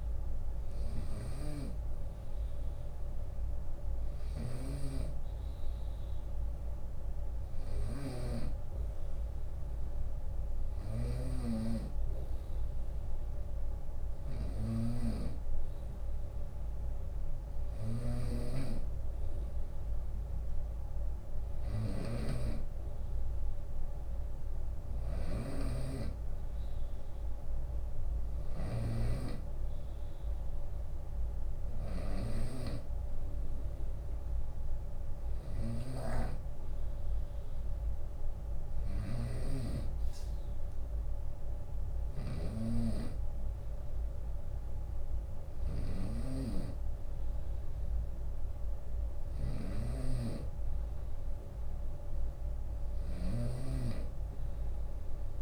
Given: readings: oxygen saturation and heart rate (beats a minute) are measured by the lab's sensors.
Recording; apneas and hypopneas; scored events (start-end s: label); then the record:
breathing in sleep by a room microphone; none
0.00-9.00 s: drop in pulse transit time (device-marked, heart rate 70 extreme)
0.00-55.42 s: snoring (device-marked)
2.00-4.00 s: long interval between heartbeats (device-marked, heart rate 71 before, 77 extreme)
9.50-11.50 s: long interval between heartbeats (device-marked, heart rate 72 before, 75 extreme)
20.00-33.00 s: drop in pulse transit time (device-marked, heart rate 72 before, 69 extreme)
54.00-55.42 s: long interval between heartbeats (device-marked, heart rate 73 before, 77 extreme)
From the record:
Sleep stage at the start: N2 (light sleep); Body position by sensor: on the right side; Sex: male